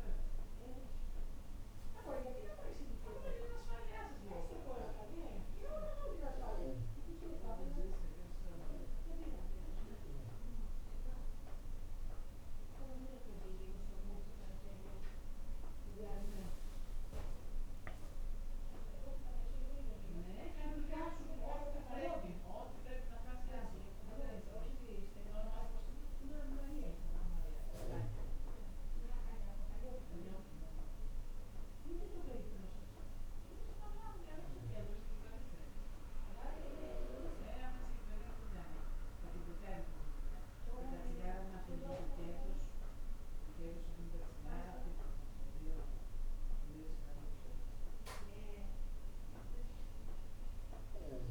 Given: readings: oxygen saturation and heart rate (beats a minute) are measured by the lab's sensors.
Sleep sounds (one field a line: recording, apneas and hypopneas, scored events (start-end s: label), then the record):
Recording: a person awake in a sleep study, by a room microphone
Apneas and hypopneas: none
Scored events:
none scored
From the record:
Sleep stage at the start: awake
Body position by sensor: on the back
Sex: female